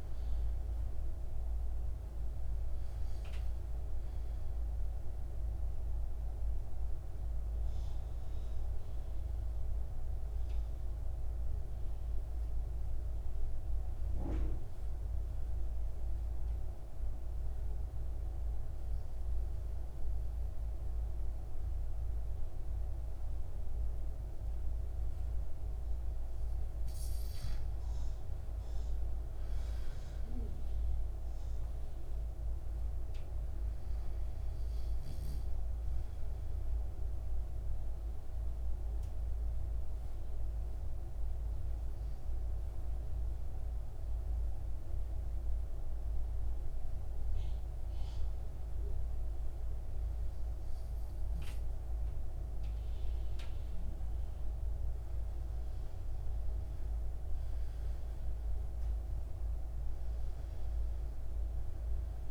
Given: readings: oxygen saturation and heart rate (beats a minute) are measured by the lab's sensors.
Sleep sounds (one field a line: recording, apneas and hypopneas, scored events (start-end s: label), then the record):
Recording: breathing in sleep, hard to hear, by a room microphone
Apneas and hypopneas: 2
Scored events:
0.00-23.00 s: oxygen desaturation (device-marked, oxygen 89% lowest, heart rate 52 extreme)
3.00-25.00 s: obstructive apnea (oxygen 100% before, 89% lowest, heart rate 57 before, 52 extreme, up 3 after)
26.50-30.00 s: arousal
34.00-49.00 s: oxygen desaturation (device-marked, oxygen 99% before, 92% lowest, heart rate 55 before, 53 extreme)
34.00-53.50 s: obstructive apnea (oxygen 99% before, 92% lowest, heart rate 55 before, 53 extreme, up 7 after)
55.00-58.00 s: arousal
From the record:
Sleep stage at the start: N2 (light sleep)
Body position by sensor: on the back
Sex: male